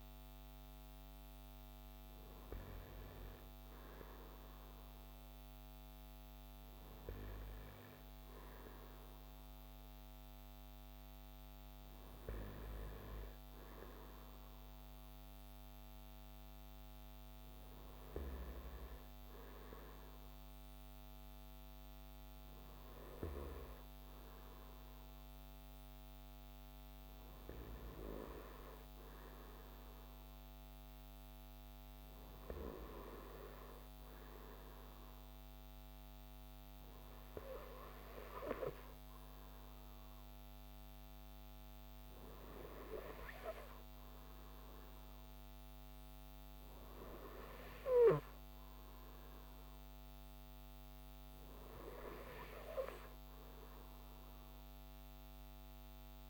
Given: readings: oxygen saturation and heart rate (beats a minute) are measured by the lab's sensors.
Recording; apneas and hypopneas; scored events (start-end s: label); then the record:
breathing in sleep by a microphone on the trachea; none
none scored
From the record:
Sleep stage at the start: N2 (light sleep); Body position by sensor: on the right side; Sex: male